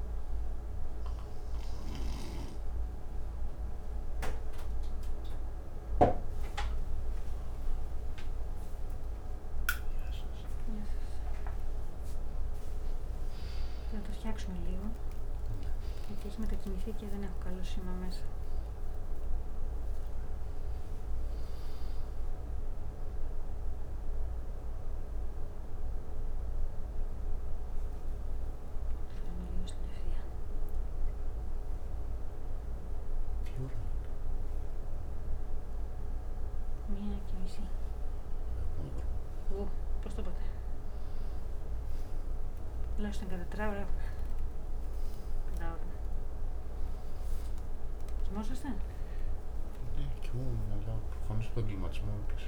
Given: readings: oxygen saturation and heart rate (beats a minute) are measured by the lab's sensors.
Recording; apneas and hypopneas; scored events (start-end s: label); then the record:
a person awake in a sleep study, by a room microphone; none
0.00-10.00 s: oxygen desaturation (device-marked, oxygen 89% lowest, heart rate 61 extreme)
49.00-52.48 s: snoring (device-marked)
From the record:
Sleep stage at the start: awake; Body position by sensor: on the right side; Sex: male